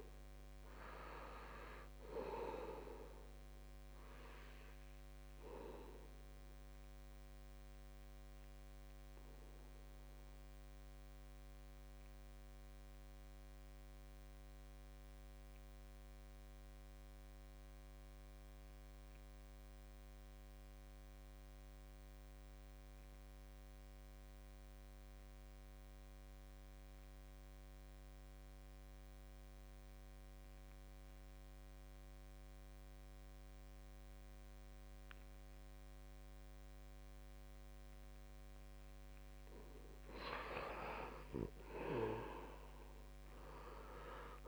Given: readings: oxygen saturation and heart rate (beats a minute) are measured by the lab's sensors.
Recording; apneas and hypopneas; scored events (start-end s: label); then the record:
breathing in sleep by a microphone on the trachea; 1
0.00-21.50 s: oxygen desaturation (device-marked, oxygen 84% lowest, heart rate 67 extreme)
9.50-38.50 s: obstructive apnea (oxygen 94% before, 82% lowest, heart rate 72 before, 66 extreme, up 8 after)
30.50-44.48 s: oxygen desaturation (device-marked, oxygen 97% before, 82% lowest, heart rate 69 before, 66 extreme)
40.50-44.48 s: arousal
From the record:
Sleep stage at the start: N2 (light sleep); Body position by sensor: on the back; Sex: male